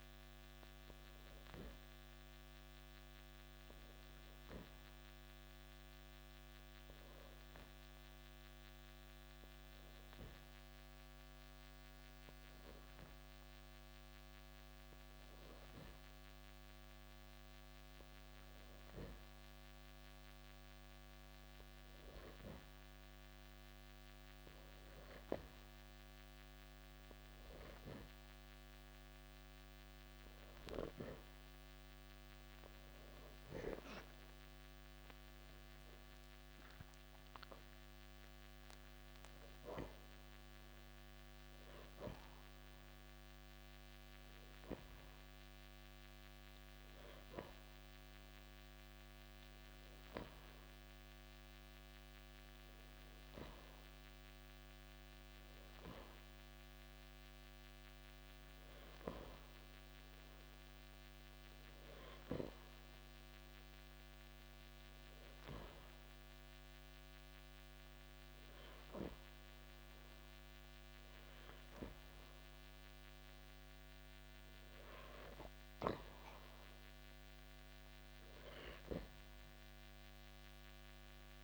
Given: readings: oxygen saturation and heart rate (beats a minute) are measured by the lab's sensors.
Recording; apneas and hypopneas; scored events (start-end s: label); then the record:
breathing in sleep by a microphone on the trachea; 2
4.50-28.00 s: hypopnea (oxygen 93% before, 90% lowest, heart rate 80 before, 63 extreme, up 22 after)
34.50-39.00 s: arousal
63.50-75.00 s: hypopnea (oxygen 94% before, 90% lowest, heart rate 85 before, 58 extreme, up 6 after)
79.50-81.44 s: arousal
From the record:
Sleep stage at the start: N2 (light sleep); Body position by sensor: on the back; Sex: male